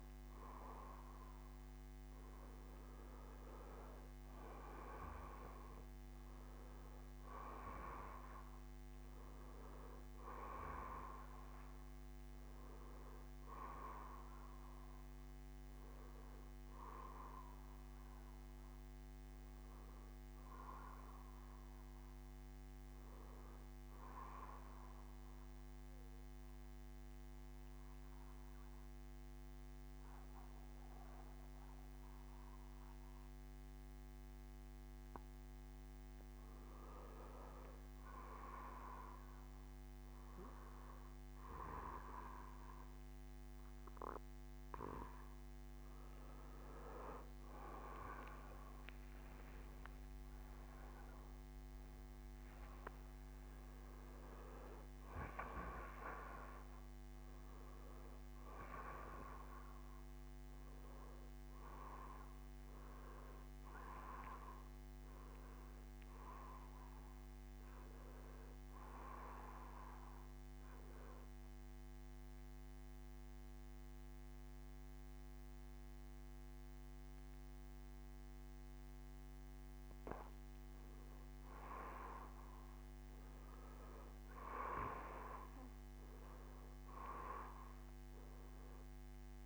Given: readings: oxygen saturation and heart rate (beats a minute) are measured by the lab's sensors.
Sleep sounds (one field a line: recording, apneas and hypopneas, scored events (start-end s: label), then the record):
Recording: breathing in sleep by a microphone on the trachea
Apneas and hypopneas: 2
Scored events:
0.00-2.00 s: arousal
3.50-5.50 s: bradycardia (device-marked, heart rate 64 before, 65 extreme)
4.50-22.50 s: oxygen desaturation (device-marked, oxygen 93% before, 89% lowest, heart rate 66 before, 49 extreme)
14.50-37.50 s: bradycardia (device-marked, heart rate 64 before, 49 extreme)
23.50-34.50 s: mixed apnea (oxygen 93% before, 89% lowest, heart rate 62 before, 49 extreme, up 13 after)
37.00-40.50 s: arousal
42.50-68.50 s: oxygen desaturation (device-marked, oxygen 95% before, 89% lowest, heart rate 55 before, 63 extreme)
48.00-51.50 s: arousal
69.50-80.50 s: obstructive apnea (oxygen 94% before, 91% lowest, heart rate 75 before, 70 extreme, up 18 after)
84.50-89.45 s: oxygen desaturation (device-marked, oxygen 96% before, 91% lowest, heart rate 109 before, 61 extreme)
From the record:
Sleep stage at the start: N2 (light sleep)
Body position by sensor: on the back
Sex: male